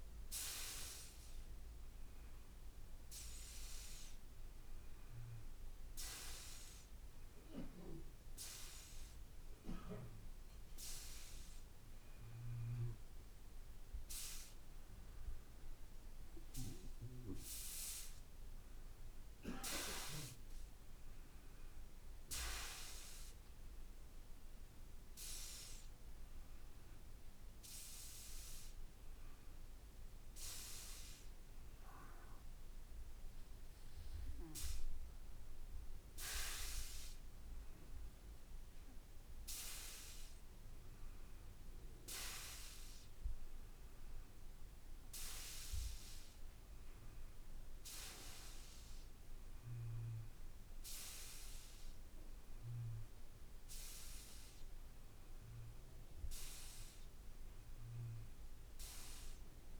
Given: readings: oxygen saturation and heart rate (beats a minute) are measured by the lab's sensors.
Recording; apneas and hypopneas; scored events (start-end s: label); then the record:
breathing in sleep by a room microphone; none
21.50-37.50 s: drop in pulse transit time (device-marked, heart rate 58 before, 58 extreme)
From the record:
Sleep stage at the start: N2 (light sleep); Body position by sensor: on the back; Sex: male